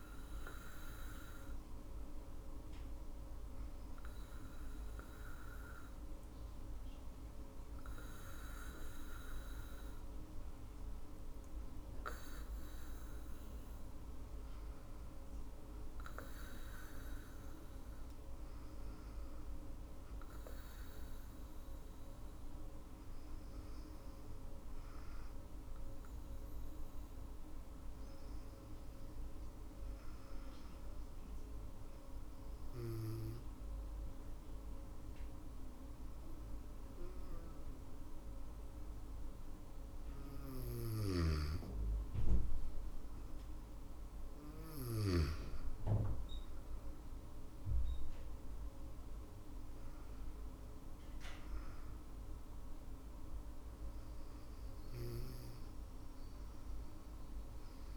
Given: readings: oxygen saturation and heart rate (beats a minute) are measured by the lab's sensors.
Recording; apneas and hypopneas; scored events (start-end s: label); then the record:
breathing in sleep by a room microphone; 1
0.00-5.00 s: oxygen desaturation (device-marked, oxygen 93% lowest, heart rate 56 extreme)
0.00-6.00 s: drop in pulse transit time (device-marked, heart rate 56 extreme)
20.00-41.00 s: obstructive apnea (oxygen 99% before, 97% lowest, heart rate 58 before, 54 extreme, up 18 after)
40.00-44.50 s: snoring (device-marked)
43.00-47.00 s: arousal
44.00-57.97 s: drop in pulse transit time (device-marked, heart rate 58 before, 57 extreme)
From the record:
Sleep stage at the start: N2 (light sleep); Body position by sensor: on the back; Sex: female